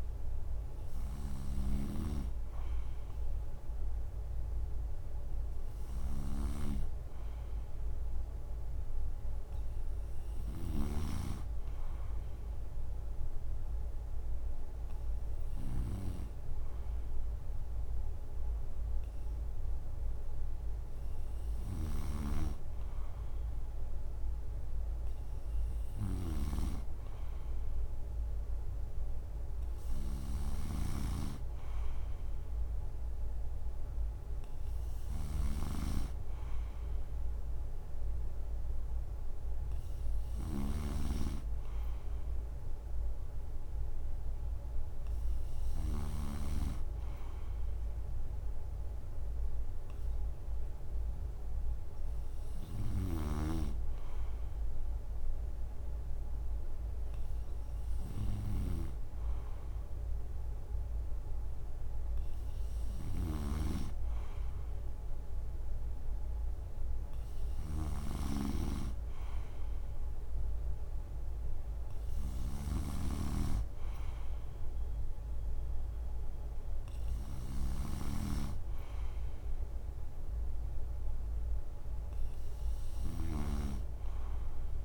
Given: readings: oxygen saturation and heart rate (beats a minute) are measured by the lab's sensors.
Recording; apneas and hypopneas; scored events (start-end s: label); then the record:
breathing in sleep by a room microphone; none
0.00-10.50 s: snoring (device-marked)
21.50-46.00 s: snoring (device-marked)
62.50-84.85 s: snoring (device-marked)
From the record:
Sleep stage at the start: N3 (deep sleep); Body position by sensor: on the right side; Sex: male